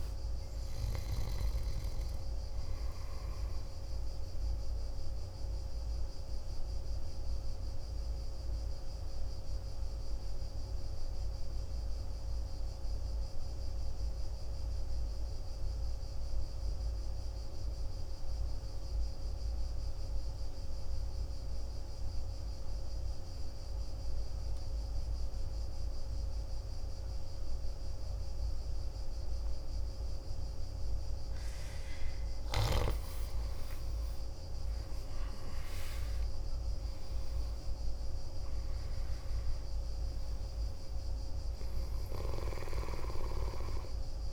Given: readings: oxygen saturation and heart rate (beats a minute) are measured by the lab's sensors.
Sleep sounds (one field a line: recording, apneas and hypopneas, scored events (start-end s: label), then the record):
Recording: breathing in sleep, hard to hear, by a room microphone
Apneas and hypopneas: 1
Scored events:
0.00-14.50 s: oxygen desaturation (device-marked, oxygen 91% lowest, heart rate 54 extreme)
6.00-30.50 s: obstructive apnea (oxygen 98% before, 86% lowest, heart rate 57 before, 53 extreme, up 6 after)
27.50-44.32 s: oxygen desaturation (device-marked, oxygen 97% before, 86% lowest, heart rate 55 before, 53 extreme)
33.00-37.50 s: arousal
From the record:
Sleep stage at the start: N2 (light sleep)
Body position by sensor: on the back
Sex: male